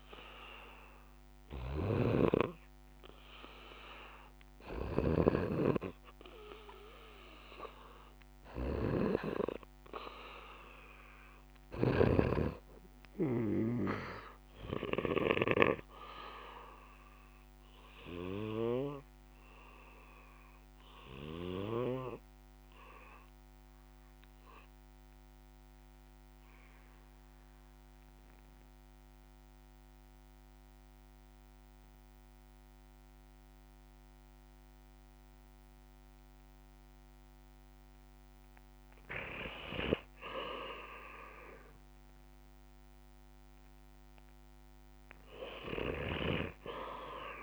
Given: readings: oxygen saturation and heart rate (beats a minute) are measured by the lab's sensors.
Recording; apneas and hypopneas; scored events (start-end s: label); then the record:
breathing in sleep by a microphone on the trachea; 1
2.00-5.50 s: snoring (device-marked)
8.50-28.50 s: oxygen desaturation (device-marked, oxygen 97% before, 93% lowest, heart rate 68 before, 59 extreme)
14.50-36.50 s: obstructive apnea (oxygen 97% before, 88% lowest, heart rate 67 before, 59 extreme, up 4 after)
39.00-42.50 s: arousal
From the record:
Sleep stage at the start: N2 (light sleep); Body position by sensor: on the back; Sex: male